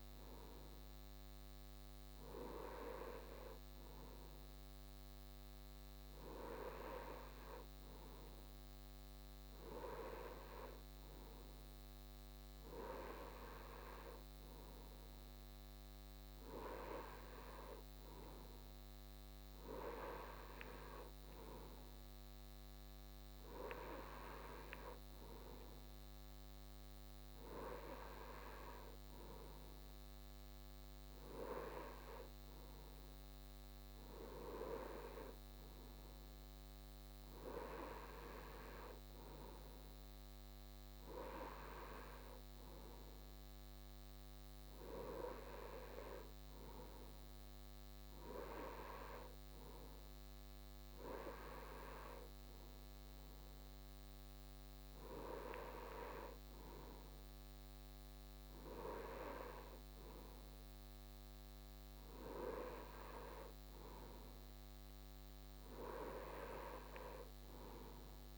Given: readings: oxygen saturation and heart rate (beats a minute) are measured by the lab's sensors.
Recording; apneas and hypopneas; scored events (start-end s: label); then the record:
breathing in sleep by a microphone on the trachea; none
none scored
From the record:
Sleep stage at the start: N2 (light sleep); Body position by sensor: on the right side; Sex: male